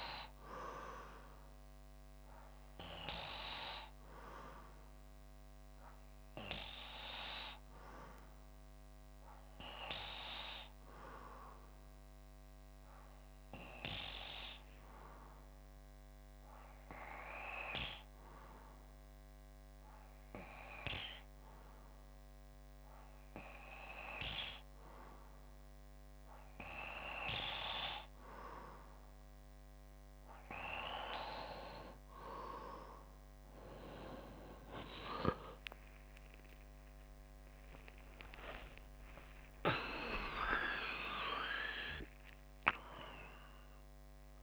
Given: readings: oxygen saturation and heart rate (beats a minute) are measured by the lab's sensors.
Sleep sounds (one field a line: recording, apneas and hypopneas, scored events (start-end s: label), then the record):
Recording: breathing in sleep by a microphone on the trachea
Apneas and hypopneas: 1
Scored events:
10.00-26.50 s: hypopnea (oxygen 96% before, 93% lowest, heart rate 61 before, 60 extreme, up 2 after)
17.50-35.50 s: oxygen desaturation (device-marked, oxygen 96% before, 93% lowest, heart rate 62 before, 60 extreme)
36.00-40.50 s: arousal
From the record:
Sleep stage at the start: N2 (light sleep)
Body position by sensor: on the back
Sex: male